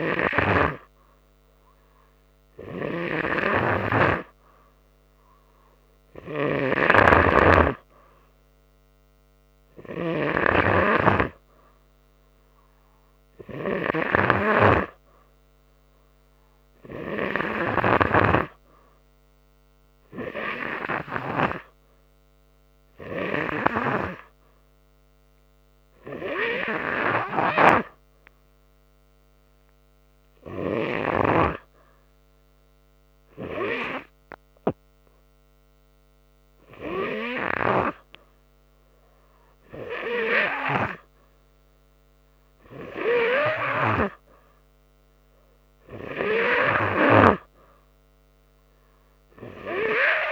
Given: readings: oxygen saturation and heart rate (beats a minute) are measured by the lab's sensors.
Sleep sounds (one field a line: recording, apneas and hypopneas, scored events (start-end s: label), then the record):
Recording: breathing in sleep by a microphone on the trachea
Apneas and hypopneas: none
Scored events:
none scored
From the record:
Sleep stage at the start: N3 (deep sleep)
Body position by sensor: on the right side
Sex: male